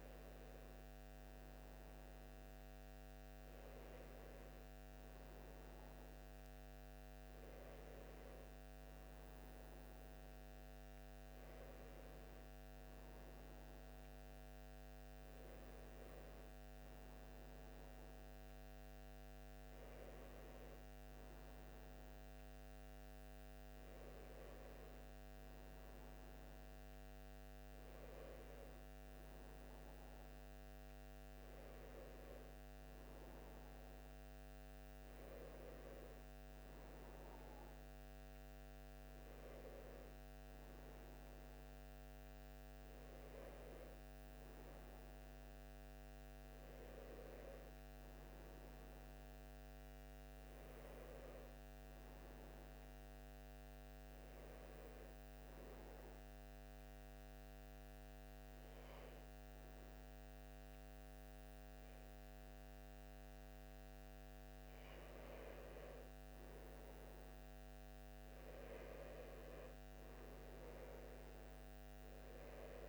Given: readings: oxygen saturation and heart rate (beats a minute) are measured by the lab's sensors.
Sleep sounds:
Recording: breathing in sleep, hard to hear, by a microphone on the trachea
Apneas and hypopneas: 1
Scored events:
55.50-66.00 s: hypopnea (oxygen 94% before, 90% lowest, heart rate 63 before, 59 extreme, up 4 after)
69.00-72.89 s: arousal
From the record:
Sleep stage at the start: N1 (lightest sleep)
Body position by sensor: on the back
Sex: male

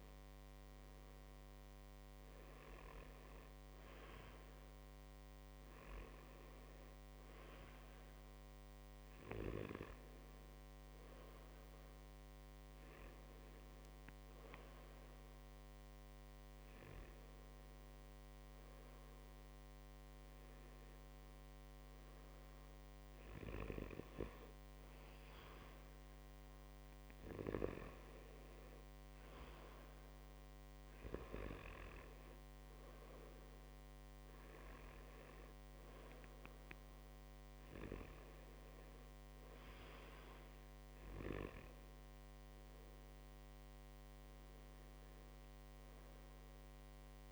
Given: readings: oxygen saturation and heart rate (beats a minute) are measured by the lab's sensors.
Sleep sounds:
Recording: breathing in sleep by a microphone on the trachea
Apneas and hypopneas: none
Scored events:
none scored
From the record:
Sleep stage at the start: N2 (light sleep)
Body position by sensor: on the right side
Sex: male

